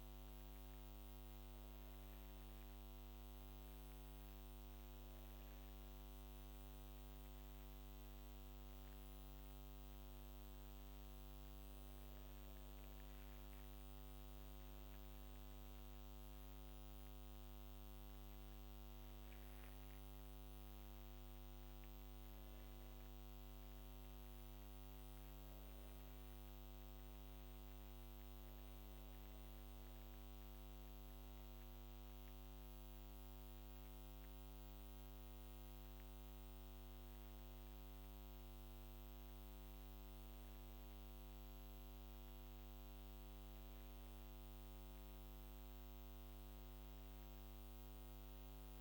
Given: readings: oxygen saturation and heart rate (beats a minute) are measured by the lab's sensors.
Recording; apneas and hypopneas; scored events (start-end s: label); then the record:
a person awake in a sleep study, hard to hear, by a microphone on the trachea; none
none scored
From the record:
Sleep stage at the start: awake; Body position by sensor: on the back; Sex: female